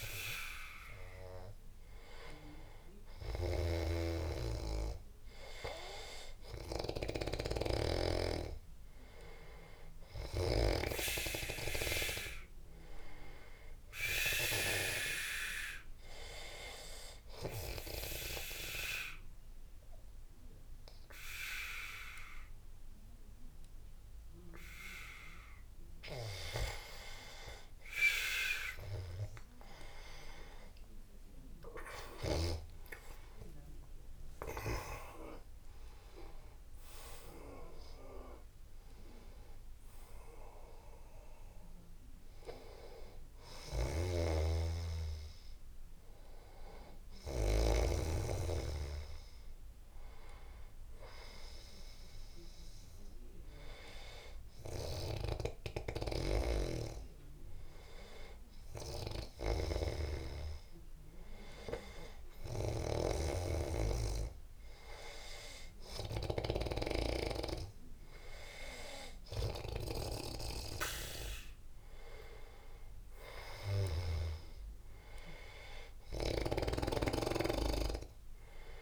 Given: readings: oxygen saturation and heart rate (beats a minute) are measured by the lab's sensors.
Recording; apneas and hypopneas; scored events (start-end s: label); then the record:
breathing in sleep by a room microphone; 2
7.50-11.00 s: snoring (device-marked)
9.00-12.00 s: arousal
16.00-27.50 s: obstructive apnea (oxygen 96% before, 90% lowest, heart rate 90 before, 74 extreme, up 13 after)
31.00-35.00 s: arousal
32.50-54.50 s: oxygen desaturation (device-marked, oxygen 96% before, 90% lowest, heart rate 83 before, 74 extreme)
56.00-71.00 s: hypopnea (oxygen 97% before, 95% lowest, heart rate 87 before, 76 extreme, up 12 after)
72.00-76.00 s: arousal
76.50-78.82 s: snoring (device-marked)
From the record:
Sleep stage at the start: N2 (light sleep); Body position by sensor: on the back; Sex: male